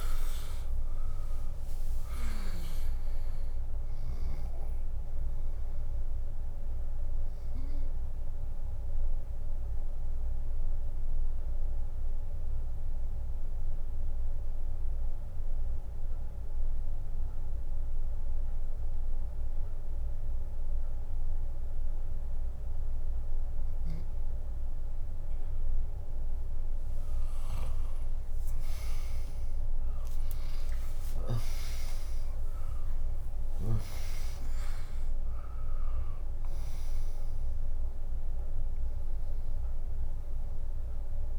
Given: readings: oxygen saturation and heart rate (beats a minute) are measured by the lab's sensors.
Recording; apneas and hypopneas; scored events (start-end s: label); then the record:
breathing in sleep by a room microphone; none
0.00-15.00 s: drop in pulse transit time (device-marked, heart rate 77 extreme)
9.00-41.39 s: new sleep stage, N2 (light sleep)
21.00-30.00 s: bradycardia (device-marked, heart rate 72 before, 55 extreme)
26.50-31.00 s: arousal
31.00-41.39 s: drop in pulse transit time (device-marked, heart rate 66 before, 58 extreme)
33.00-35.00 s: long interval between heartbeats (device-marked, heart rate 64 before, 71 extreme)
34.00-41.39 s: oxygen desaturation (device-marked, oxygen 100% before, 96% lowest, heart rate 64 before, 58 extreme)
From the record:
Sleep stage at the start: N1 (lightest sleep); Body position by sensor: on the back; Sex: female